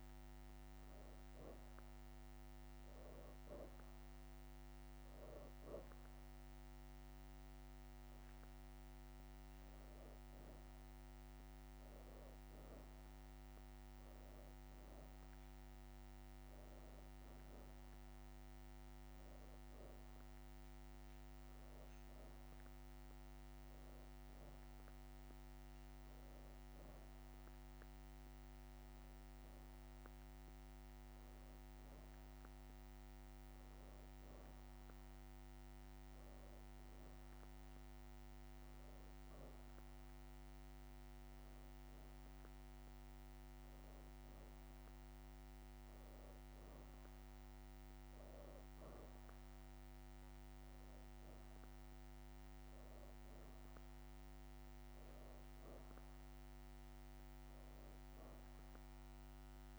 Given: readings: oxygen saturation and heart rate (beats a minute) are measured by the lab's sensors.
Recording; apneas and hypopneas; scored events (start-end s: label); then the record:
breathing in sleep, hard to hear, by a microphone on the trachea; none
none scored
From the record:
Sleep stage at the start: N2 (light sleep); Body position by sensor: on the back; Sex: female